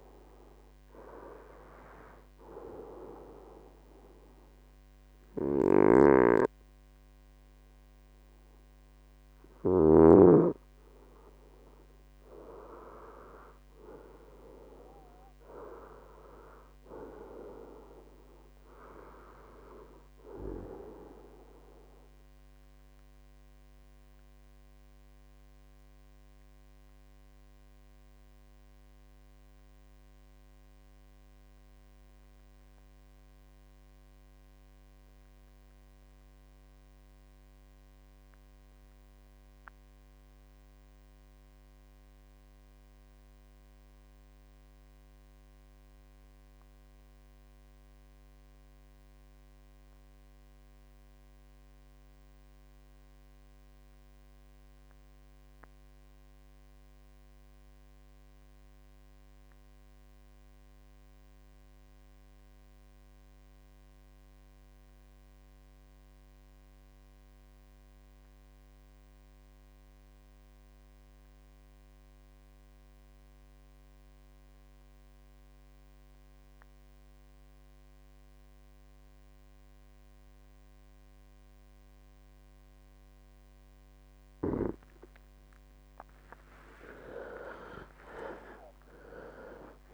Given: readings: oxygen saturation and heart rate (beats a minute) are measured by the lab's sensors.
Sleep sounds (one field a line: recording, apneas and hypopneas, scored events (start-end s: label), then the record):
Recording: breathing in sleep by a microphone on the trachea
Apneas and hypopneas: 2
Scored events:
0.00-7.00 s: oxygen desaturation (device-marked, oxygen 92% lowest, heart rate 68 extreme)
3.00-14.00 s: obstructive apnea (oxygen 96% before, 90% lowest, heart rate 77 before, 67 extreme, up 5 after)
15.50-19.00 s: arousal
24.00-85.50 s: obstructive apnea (oxygen 97% before, 77% lowest, heart rate 75 before, 55 extreme, up 36 after)
44.00-89.94 s: oxygen desaturation (device-marked, oxygen 96% before, 77% lowest, heart rate 69 before, 55 extreme)
87.50-89.50 s: long interval between heartbeats (device-marked, heart rate 60 before, 78 extreme)
From the record:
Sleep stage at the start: N2 (light sleep)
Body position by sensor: on the right side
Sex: male